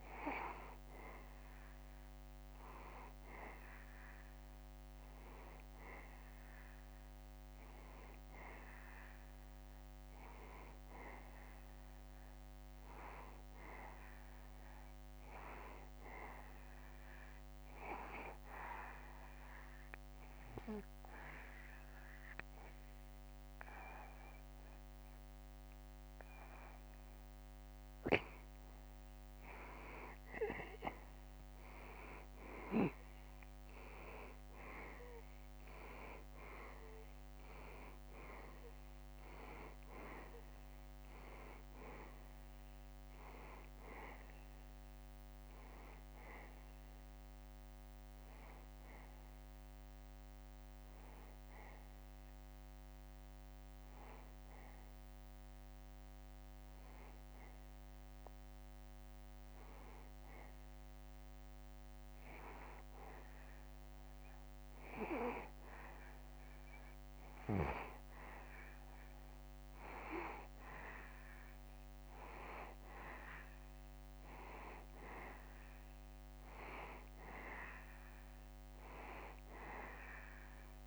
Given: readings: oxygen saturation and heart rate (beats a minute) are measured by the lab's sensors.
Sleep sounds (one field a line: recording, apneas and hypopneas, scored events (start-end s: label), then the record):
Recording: breathing in sleep by a microphone on the trachea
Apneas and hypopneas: 2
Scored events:
8.00-11.50 s: arousal
18.00-29.00 s: obstructive apnea (oxygen 94% before, 88% lowest, heart rate 73 before, 72 extreme, up 2 after)
31.50-36.00 s: arousal
34.50-53.50 s: oxygen desaturation (device-marked, oxygen 93% before, 88% lowest, heart rate 73 before, 71 extreme)
38.50-50.50 s: drop in pulse transit time (device-marked, heart rate 73 before, 75 extreme)
50.50-66.50 s: hypopnea (oxygen 93% before, 88% lowest, heart rate 76 before, 71 extreme, up 1 after)
70.50-75.00 s: arousal
From the record:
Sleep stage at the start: N2 (light sleep)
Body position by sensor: on the back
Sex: male